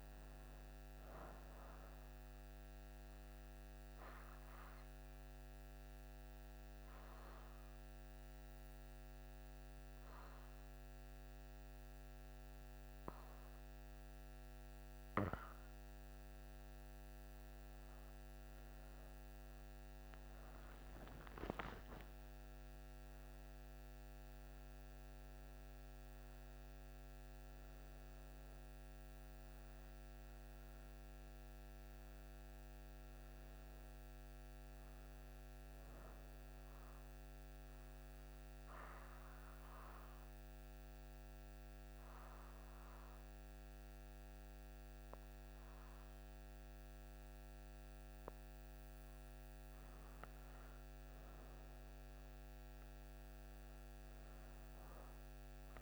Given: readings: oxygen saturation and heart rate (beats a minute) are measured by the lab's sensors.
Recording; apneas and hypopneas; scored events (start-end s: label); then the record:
breathing in sleep, hard to hear, by a microphone on the trachea; 2
0.00-7.00 s: oxygen desaturation (device-marked, oxygen 91% lowest)
2.00-15.00 s: obstructive apnea (oxygen 96% before, 91% lowest, heart rate 63 before, 63 extreme, up 22 after)
16.50-22.00 s: arousal
22.00-32.00 s: oxygen desaturation (device-marked, oxygen 96% before, 93% lowest, heart rate 85 before, 59 extreme)
36.50-49.00 s: obstructive apnea (oxygen 96% before, 90% lowest, heart rate 77 before, 59 extreme, up 11 after)
51.50-55.82 s: arousal
From the record:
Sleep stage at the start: N2 (light sleep); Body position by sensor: on the back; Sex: female